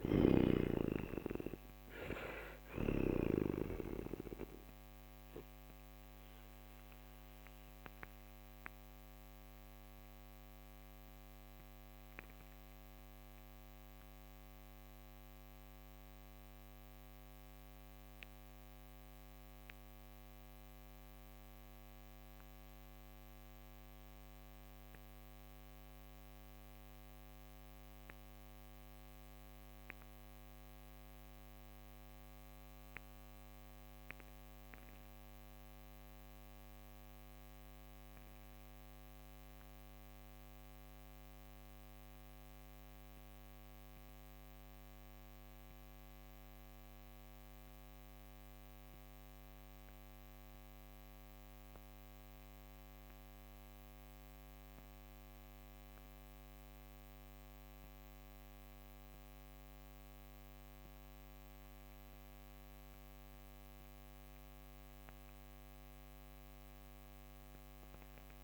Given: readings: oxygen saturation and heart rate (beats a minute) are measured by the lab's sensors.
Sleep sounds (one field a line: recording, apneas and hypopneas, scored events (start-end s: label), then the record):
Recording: breathing in sleep by a microphone on the trachea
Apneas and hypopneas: 1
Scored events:
0.00-2.50 s: oxygen desaturation (device-marked, oxygen 86% lowest, heart rate 39 extreme)
0.00-3.00 s: snoring (device-marked)
4.50-63.50 s: mixed apnea (oxygen 96% before, 79% lowest, heart rate 69 before, 39 extreme, up 6 after)
8.50-30.50 s: oxygen desaturation (device-marked, oxygen 89% before, 79% lowest, heart rate 72 before, 39 extreme)
52.50-68.44 s: oxygen desaturation (device-marked, oxygen 99% before, 84% lowest, heart rate 52 before, 39 extreme)
From the record:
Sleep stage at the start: N2 (light sleep)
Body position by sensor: on the back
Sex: male